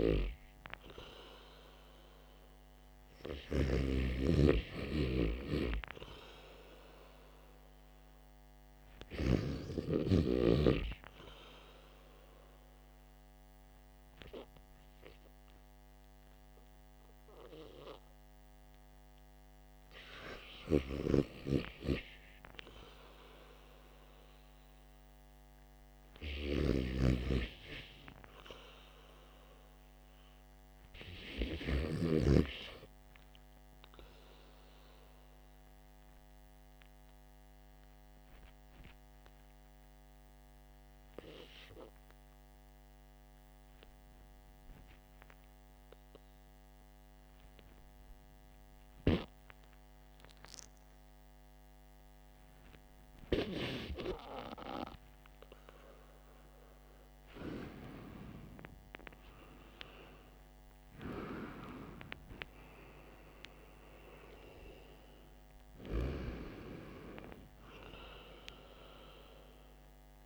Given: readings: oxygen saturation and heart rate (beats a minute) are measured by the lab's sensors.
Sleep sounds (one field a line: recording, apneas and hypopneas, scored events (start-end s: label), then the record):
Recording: breathing in sleep by a microphone on the trachea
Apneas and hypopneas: 1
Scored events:
8.00-37.00 s: oxygen desaturation (device-marked, oxygen 97% before, 88% lowest, heart rate 56 before, 52 extreme)
33.50-54.50 s: obstructive apnea (oxygen 96% before, 94% lowest, heart rate 56 before, 54 extreme, up 16 after)
57.50-61.50 s: arousal
From the record:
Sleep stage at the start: REM sleep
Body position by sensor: on the back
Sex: male